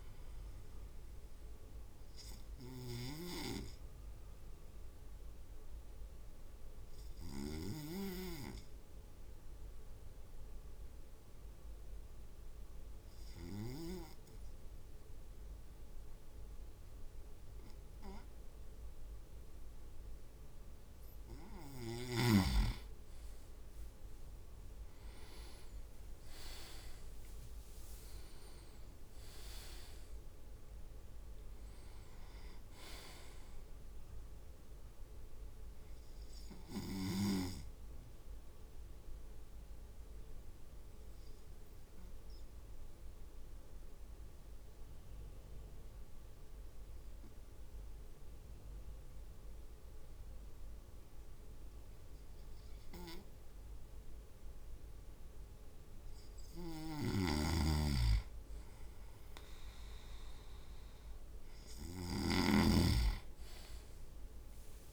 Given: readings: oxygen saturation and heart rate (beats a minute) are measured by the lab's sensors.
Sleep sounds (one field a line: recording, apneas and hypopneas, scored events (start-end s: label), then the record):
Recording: breathing in sleep by a room microphone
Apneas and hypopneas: 2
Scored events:
1.50-20.50 s: obstructive apnea (oxygen 99% before, 97% lowest)
22.00-24.50 s: leg movement (device-marked)
25.50-29.50 s: leg movement (device-marked)
27.50-30.50 s: arousal
37.00-55.50 s: obstructive apnea (oxygen 98% before, 97% lowest)
56.50-62.50 s: snoring (device-marked)
63.00-64.00 s: leg movement (device-marked)
From the record:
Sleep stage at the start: N2 (light sleep)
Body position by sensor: on the right side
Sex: male